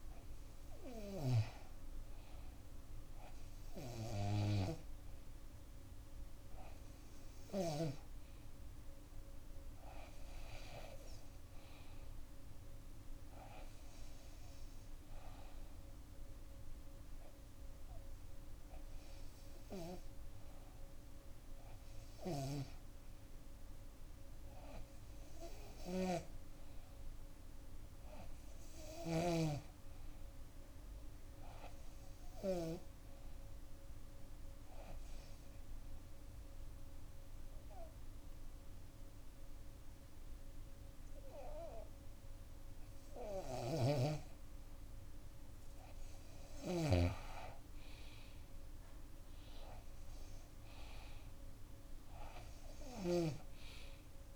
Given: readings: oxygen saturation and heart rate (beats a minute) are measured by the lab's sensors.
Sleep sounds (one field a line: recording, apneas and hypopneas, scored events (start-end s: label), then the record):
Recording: breathing in sleep by a room microphone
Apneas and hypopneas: 1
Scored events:
0.00-1.50 s: arousal
25.50-29.00 s: snoring (device-marked)
34.00-44.00 s: obstructive apnea (oxygen 96% before, 93% lowest, heart rate 69 before, 62 extreme, up 7 after)
43.00-46.50 s: snoring (device-marked)
From the record:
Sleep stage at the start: REM sleep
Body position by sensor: on the back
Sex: female